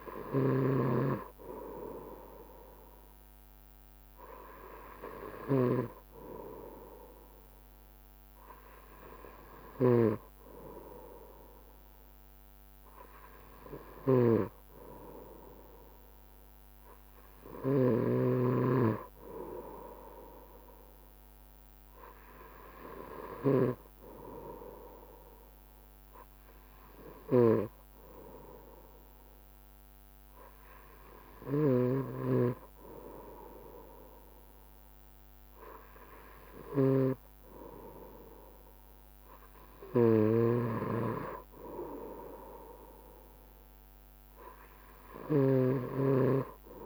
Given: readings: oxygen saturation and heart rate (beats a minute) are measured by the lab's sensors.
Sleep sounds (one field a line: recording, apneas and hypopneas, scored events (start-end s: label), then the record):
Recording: breathing in sleep by a microphone on the trachea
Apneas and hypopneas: none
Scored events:
0.00-6.00 s: snoring (device-marked)
14.00-24.00 s: snoring (device-marked)
40.00-46.86 s: snoring (device-marked)
From the record:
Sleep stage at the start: N2 (light sleep)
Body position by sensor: on the right side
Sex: male